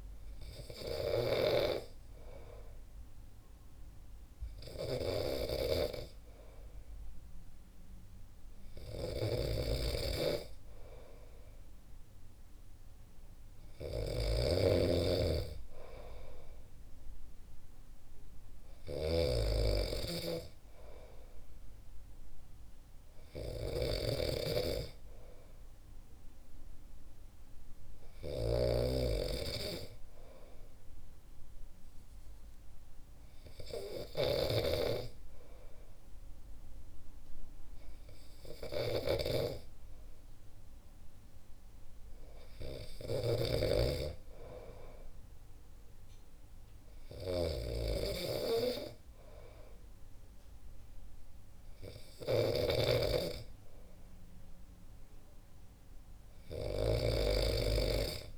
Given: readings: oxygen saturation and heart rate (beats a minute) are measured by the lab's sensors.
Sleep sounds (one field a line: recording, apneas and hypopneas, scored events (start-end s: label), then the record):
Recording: breathing in sleep by a room microphone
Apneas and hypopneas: none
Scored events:
9.50-34.50 s: snoring (device-marked)
43.00-58.38 s: snoring (device-marked)
From the record:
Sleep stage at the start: N2 (light sleep)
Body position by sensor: on the back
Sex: male